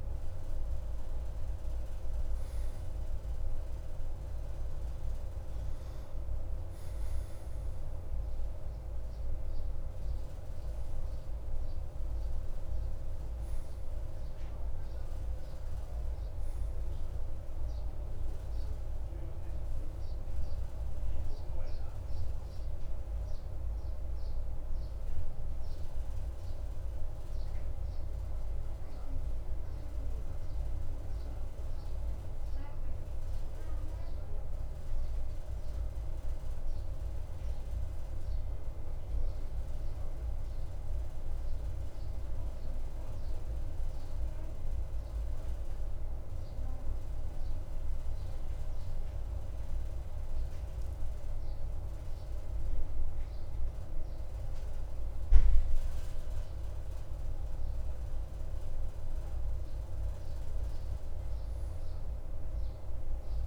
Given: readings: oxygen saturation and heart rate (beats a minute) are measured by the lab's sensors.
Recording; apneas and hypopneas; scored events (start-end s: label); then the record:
breathing in sleep, hard to hear, by a room microphone; 1
24.50-48.50 s: oxygen desaturation (device-marked, oxygen 94% before, 91% lowest, heart rate 58 before, 52 extreme)
25.00-29.00 s: arousal
33.00-54.00 s: mixed apnea (oxygen 94% before, 91% lowest, heart rate 57 before, 52 extreme, up 2 after)
56.50-60.50 s: arousal
From the record:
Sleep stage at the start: N2 (light sleep); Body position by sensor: on the right side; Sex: male